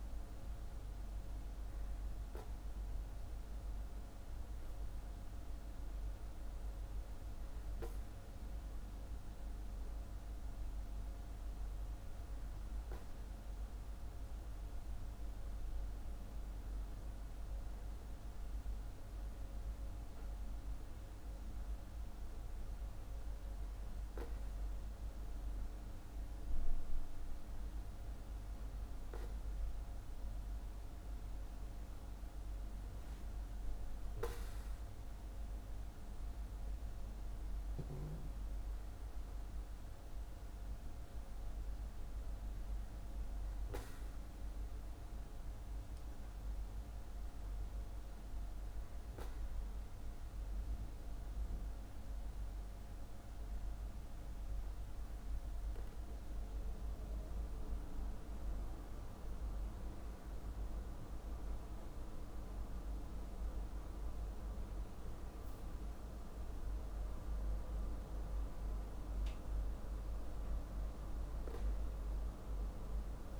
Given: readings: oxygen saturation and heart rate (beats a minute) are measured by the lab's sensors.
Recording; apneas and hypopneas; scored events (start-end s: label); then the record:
breathing in sleep, hard to hear, by a room microphone; none
none scored
From the record:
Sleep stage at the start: N2 (light sleep); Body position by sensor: on the back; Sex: male